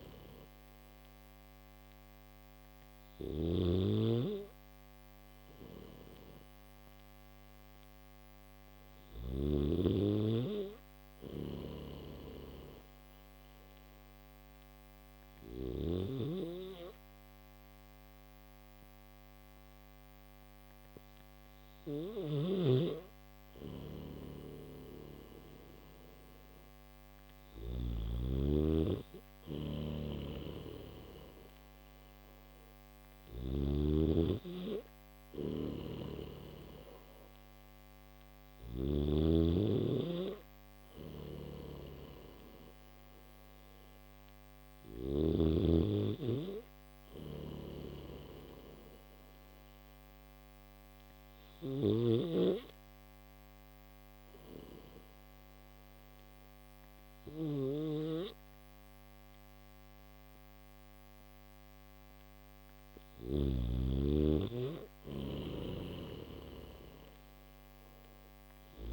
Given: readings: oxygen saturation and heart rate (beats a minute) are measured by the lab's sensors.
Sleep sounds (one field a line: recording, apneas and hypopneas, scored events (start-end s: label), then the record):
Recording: breathing in sleep by a microphone on the trachea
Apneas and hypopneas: none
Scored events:
0.00-9.00 s: snoring (device-marked)
11.00-15.50 s: snoring (device-marked)
21.50-27.50 s: snoring (device-marked)
29.50-33.00 s: snoring (device-marked)
35.00-63.00 s: snoring (device-marked)
65.00-68.50 s: snoring (device-marked)
From the record:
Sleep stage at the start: N3 (deep sleep)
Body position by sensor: on the back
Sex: male